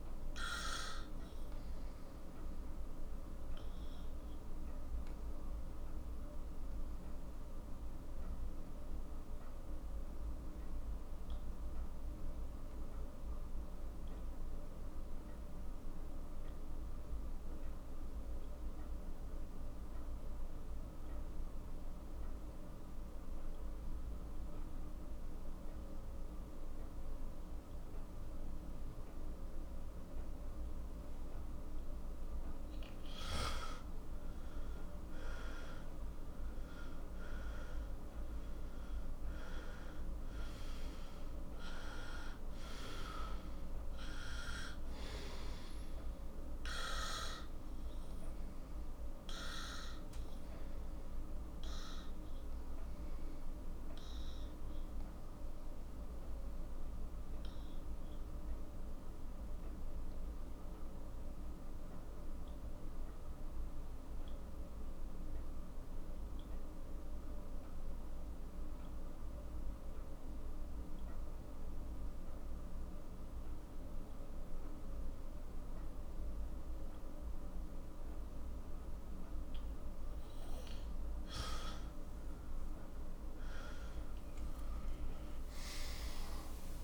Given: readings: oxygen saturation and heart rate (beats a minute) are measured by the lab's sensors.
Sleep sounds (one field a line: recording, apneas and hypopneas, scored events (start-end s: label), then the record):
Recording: breathing in sleep, hard to hear, by a room microphone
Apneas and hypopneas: 2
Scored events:
0.00-8.00 s: oxygen desaturation (device-marked, oxygen 92% lowest, heart rate 39 extreme)
3.00-32.50 s: obstructive apnea (oxygen 98% before, 91% lowest, heart rate 56 before, 39 extreme, up 10 after)
34.00-38.50 s: arousal
34.00-60.00 s: oxygen desaturation (device-marked, oxygen 98% before, 91% lowest, heart rate 51 before, 39 extreme)
49.00-81.00 s: obstructive apnea (oxygen 99% before, 91% lowest, heart rate 58 before, 40 extreme, up 34 after)
78.00-86.84 s: oxygen desaturation (device-marked, oxygen 98% before, 91% lowest, heart rate 49 before, 50 extreme)
From the record:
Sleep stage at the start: N2 (light sleep)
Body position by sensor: on the right side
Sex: male